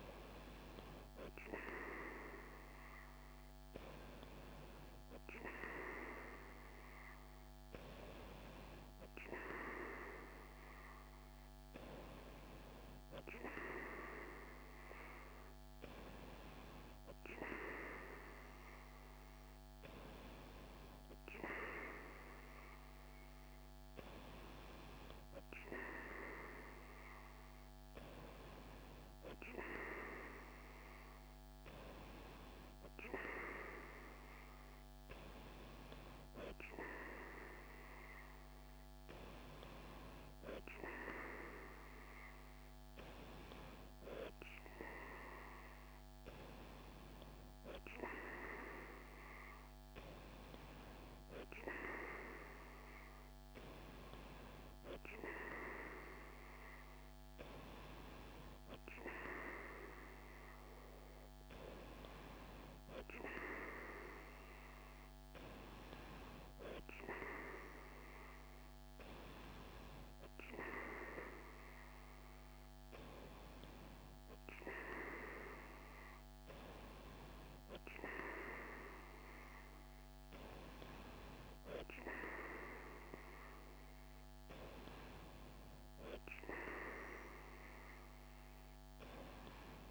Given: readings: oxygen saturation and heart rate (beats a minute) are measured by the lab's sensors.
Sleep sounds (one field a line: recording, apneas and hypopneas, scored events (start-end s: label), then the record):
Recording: breathing in sleep by a microphone on the trachea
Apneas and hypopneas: none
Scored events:
none scored
From the record:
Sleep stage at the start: N3 (deep sleep)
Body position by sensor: on the right side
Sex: female